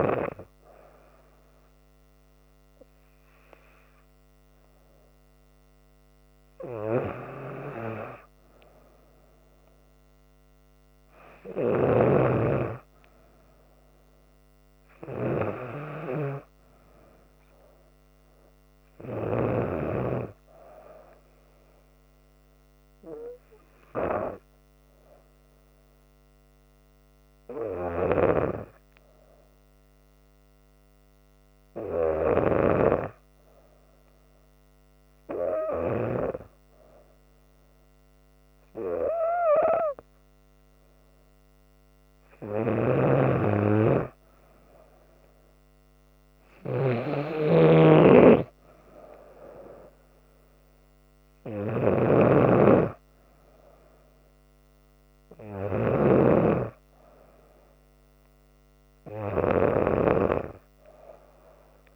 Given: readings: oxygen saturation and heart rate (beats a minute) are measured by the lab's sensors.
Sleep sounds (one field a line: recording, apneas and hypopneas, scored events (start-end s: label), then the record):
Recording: breathing in sleep by a microphone on the trachea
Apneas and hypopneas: 1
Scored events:
24.00-39.50 s: hypopnea (oxygen 97% before, 92% lowest, heart rate 72 before, 67 extreme, up 0 after)
41.00-45.00 s: arousal
42.50-59.50 s: snoring (device-marked)
From the record:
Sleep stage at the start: N2 (light sleep)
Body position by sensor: on the back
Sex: female